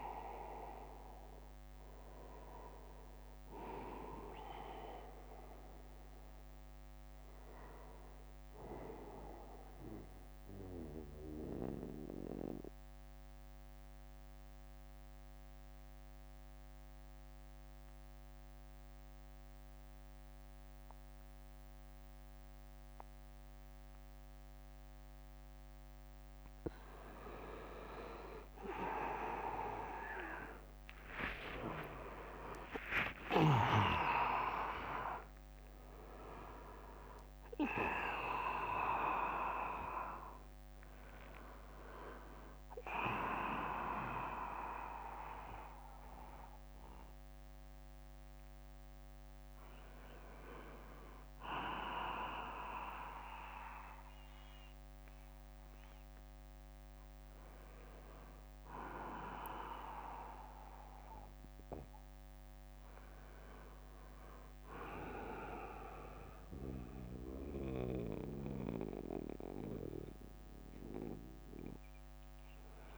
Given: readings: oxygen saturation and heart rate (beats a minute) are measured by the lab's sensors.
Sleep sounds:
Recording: a person partly awake in a sleep study, by a microphone on the trachea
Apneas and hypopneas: 1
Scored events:
0.00-9.50 s: drop in pulse transit time (device-marked, heart rate 74 extreme)
0.00-21.50 s: oxygen desaturation (device-marked, oxygen 92% lowest, heart rate 60 extreme)
9.50-26.50 s: mixed apnea (oxygen 99% before, 92% lowest, heart rate 81 before, 60 extreme, up 23 after)
32.50-44.50 s: drop in pulse transit time (device-marked, heart rate 75 before, 77 extreme)
37.50-72.98 s: new sleep stage, awake
49.50-61.50 s: oxygen desaturation (device-marked, oxygen 97% before, 94% lowest, heart rate 81 before, 69 extreme)
From the record:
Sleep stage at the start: N2 (light sleep)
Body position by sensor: on the back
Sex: male

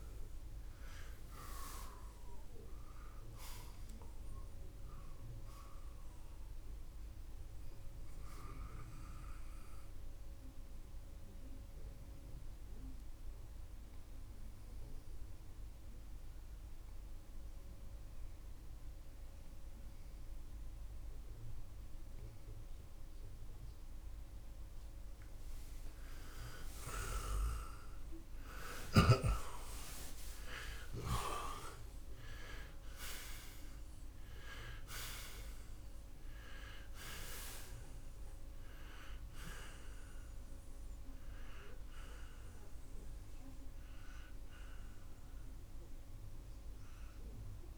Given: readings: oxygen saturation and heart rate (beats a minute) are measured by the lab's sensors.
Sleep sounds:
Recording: breathing in sleep by a room microphone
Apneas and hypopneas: 1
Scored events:
0.00-4.00 s: oxygen desaturation (device-marked, oxygen 85% lowest, heart rate 66 extreme)
10.50-25.50 s: obstructive apnea (oxygen 95% before, 80% lowest, heart rate 94 before, 66 extreme)
13.00-33.00 s: oxygen desaturation (device-marked, oxygen 95% before, 85% lowest, heart rate 94 before, 66 extreme)
27.00-32.50 s: arousal
From the record:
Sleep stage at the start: N2 (light sleep)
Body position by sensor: on the left side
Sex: male

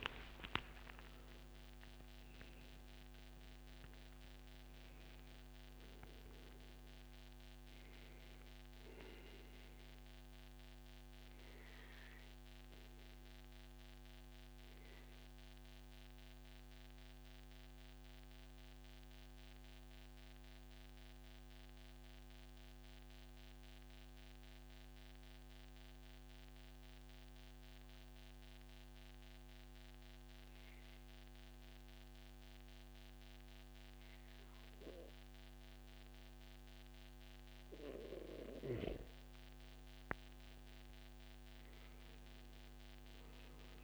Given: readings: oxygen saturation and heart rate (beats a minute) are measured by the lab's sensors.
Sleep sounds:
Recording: breathing in sleep by a microphone on the trachea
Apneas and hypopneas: 1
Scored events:
0.00-14.00 s: oxygen desaturation (device-marked, oxygen 92% lowest, heart rate 97 extreme)
11.00-37.50 s: mixed apnea (oxygen 98% before, 92% lowest, heart rate 141 before, 97 extreme, up 32 after)
16.00-18.00 s: long interval between heartbeats (device-marked, heart rate 140 before, 106 extreme)
27.00-29.00 s: long interval between heartbeats (device-marked, heart rate 123 before, 109 extreme)
40.50-43.84 s: arousal
42.00-43.84 s: oxygen desaturation (device-marked, oxygen 98% before, 93% lowest, heart rate 110 before, 141 extreme)
From the record:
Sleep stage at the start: N2 (light sleep)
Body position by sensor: on the back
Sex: male

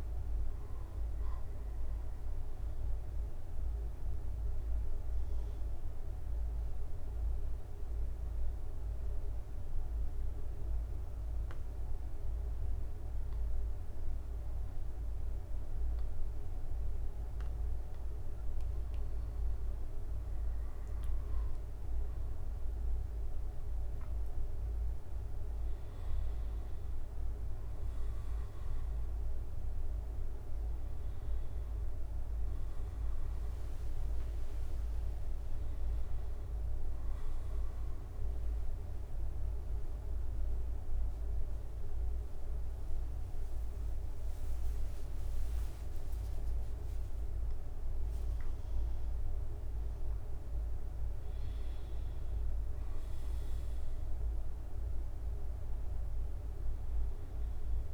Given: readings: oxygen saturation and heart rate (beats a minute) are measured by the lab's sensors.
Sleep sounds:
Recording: breathing in sleep, hard to hear, by a room microphone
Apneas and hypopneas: 2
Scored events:
1.50-18.00 s: obstructive apnea (oxygen 98% before, 95% lowest, heart rate 73 before, 67 extreme, up 13 after)
19.50-23.50 s: arousal
25.50-36.50 s: drop in pulse transit time (device-marked, heart rate 72 before, 78 extreme)
38.50-51.50 s: mixed apnea (oxygen 96% before, 95% lowest, heart rate 78 before, 70 extreme, up 10 after)
53.00-56.50 s: arousal
From the record:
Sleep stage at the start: N2 (light sleep)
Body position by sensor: on the back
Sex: male

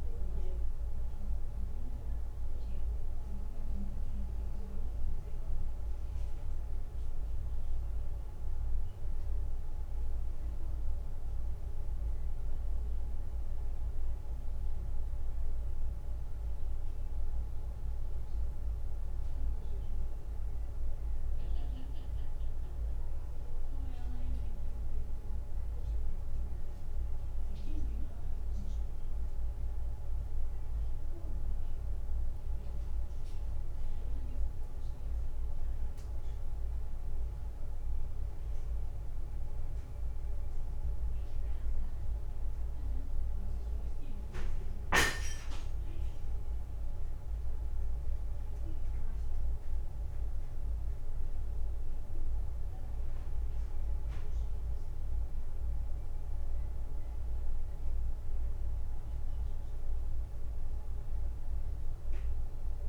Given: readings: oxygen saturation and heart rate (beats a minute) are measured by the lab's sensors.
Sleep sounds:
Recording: breathing in sleep, hard to hear, by a room microphone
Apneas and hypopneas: none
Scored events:
25.50-55.50 s: new sleep stage, N1 (lightest sleep)
26.50-31.00 s: arousal
49.50-62.89 s: drop in pulse transit time (device-marked, heart rate 73 before, 72 extreme)
55.50-62.89 s: new sleep stage, awake
From the record:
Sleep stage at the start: N2 (light sleep)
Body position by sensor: on the back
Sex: male

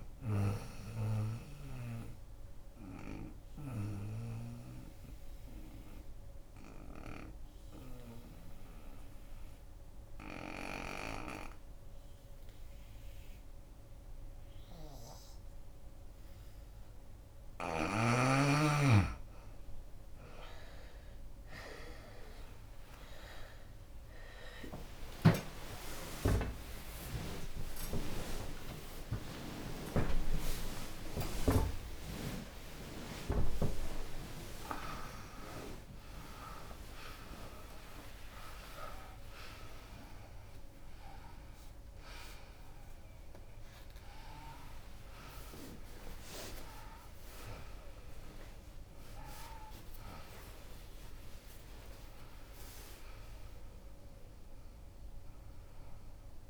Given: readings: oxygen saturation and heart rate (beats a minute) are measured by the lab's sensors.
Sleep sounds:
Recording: a person partly awake in a sleep study, by a room microphone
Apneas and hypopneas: 1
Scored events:
0.00-17.00 s: oxygen desaturation (device-marked, oxygen 96% before, 82% lowest, heart rate 69 before, 62 extreme)
3.00-17.50 s: obstructive apnea (oxygen 96% before, 81% lowest, heart rate 71 before, 64 extreme, up 36 after)
24.00-44.00 s: oxygen desaturation (device-marked, oxygen 96% before, 81% lowest, heart rate 67 before, 28 extreme)
26.00-28.00 s: long interval between heartbeats (device-marked, heart rate 69 before, 108 extreme)
29.00-48.00 s: drop in pulse transit time (device-marked, heart rate 79 before, 69 extreme)
29.00-56.50 s: new sleep stage, awake
29.50-31.50 s: long interval between heartbeats (device-marked, heart rate 79 before, 153 extreme)
32.50-34.50 s: long interval between heartbeats (device-marked, heart rate 93 before, 156 extreme)
43.50-45.50 s: long interval between heartbeats (device-marked, heart rate 117 before, 128 extreme)
45.00-55.00 s: bradycardia (device-marked, heart rate 79 before, 28 extreme)
49.00-51.00 s: long interval between heartbeats (device-marked, heart rate 120 before, 47 extreme)
52.00-54.00 s: long interval between heartbeats (device-marked, heart rate 103 before, 28 extreme)
From the record:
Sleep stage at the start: N2 (light sleep)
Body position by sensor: on the back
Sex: female

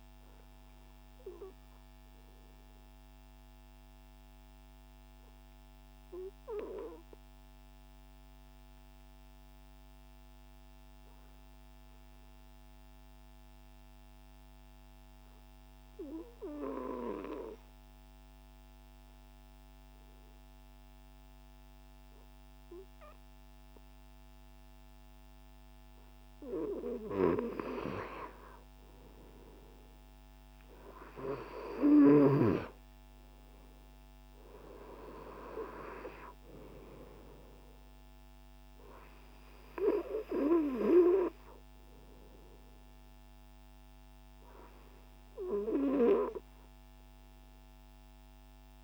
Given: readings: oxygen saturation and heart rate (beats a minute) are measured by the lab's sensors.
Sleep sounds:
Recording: breathing in sleep by a microphone on the trachea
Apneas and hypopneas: 1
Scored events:
2.50-25.50 s: mixed apnea (oxygen 97% before, 94% lowest)
26.50-37.50 s: oxygen desaturation (device-marked, oxygen 98% before, 96% lowest, heart rate 55 before, 38 extreme)
28.00-32.50 s: arousal
From the record:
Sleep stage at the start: N2 (light sleep)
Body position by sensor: on the right side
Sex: male

